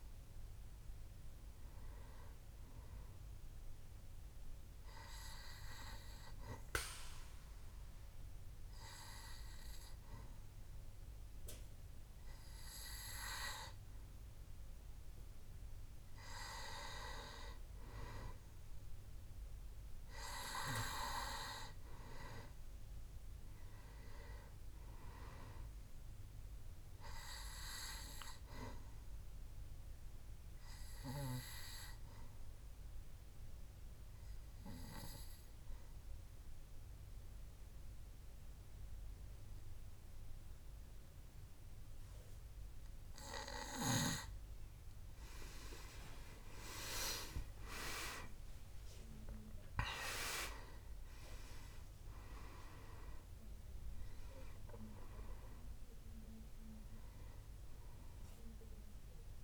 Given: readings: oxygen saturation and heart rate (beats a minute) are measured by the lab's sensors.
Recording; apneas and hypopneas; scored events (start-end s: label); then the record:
breathing in sleep by a room microphone; 2
5.00-16.00 s: hypopnea (oxygen 98% before, 91% lowest, heart rate 67 before, 65 extreme, up 3 after)
22.00-25.50 s: arousal
29.00-44.50 s: obstructive apnea (oxygen 97% before, 91% lowest, heart rate 68 before, 63 extreme, up 10 after)
46.50-52.00 s: arousal
50.00-59.44 s: oxygen desaturation (device-marked, oxygen 97% before, 91% lowest, heart rate 68 before, 63 extreme)
From the record:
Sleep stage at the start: N2 (light sleep); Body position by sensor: on the back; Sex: male